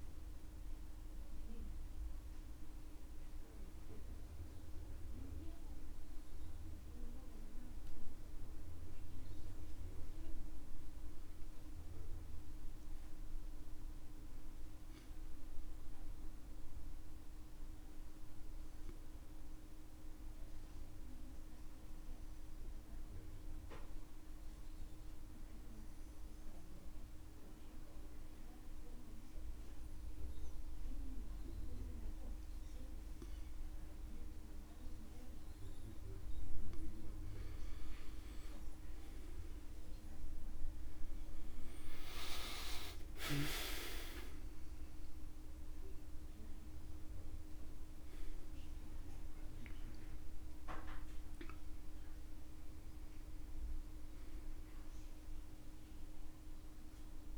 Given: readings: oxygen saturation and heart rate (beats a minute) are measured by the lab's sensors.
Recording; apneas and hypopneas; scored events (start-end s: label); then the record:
breathing in sleep, hard to hear, by a room microphone; 1
1.00-31.00 s: oxygen desaturation (device-marked, oxygen 96% before, 91% lowest, heart rate 72 before, 60 extreme)
16.50-36.00 s: obstructive apnea (oxygen 96% before, 89% lowest, heart rate 68 before, 60 extreme, up 13 after)
41.50-45.50 s: arousal
45.00-57.38 s: oxygen desaturation (device-marked, oxygen 97% before, 89% lowest, heart rate 66 before, 63 extreme)
From the record:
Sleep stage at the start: N2 (light sleep); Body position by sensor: on the back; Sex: male